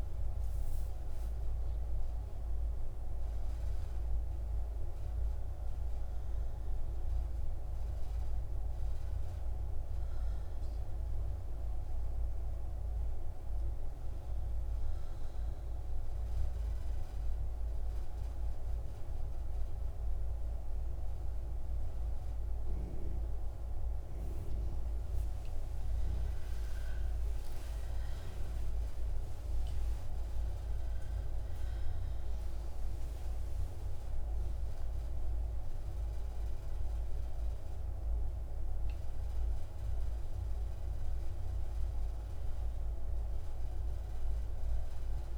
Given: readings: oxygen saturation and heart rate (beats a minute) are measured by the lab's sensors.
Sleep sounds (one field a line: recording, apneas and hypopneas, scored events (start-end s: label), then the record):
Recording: breathing in sleep, hard to hear, by a room microphone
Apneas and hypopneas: 1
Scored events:
14.50-25.50 s: central apnea (oxygen 94% before, 89% lowest, heart rate 80 before, 61 extreme, up 47 after)
26.50-30.50 s: arousal
34.00-44.00 s: oxygen desaturation (device-marked, oxygen 94% before, 89% lowest, heart rate 78 before, 62 extreme)
From the record:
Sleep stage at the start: N2 (light sleep)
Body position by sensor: on the front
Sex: female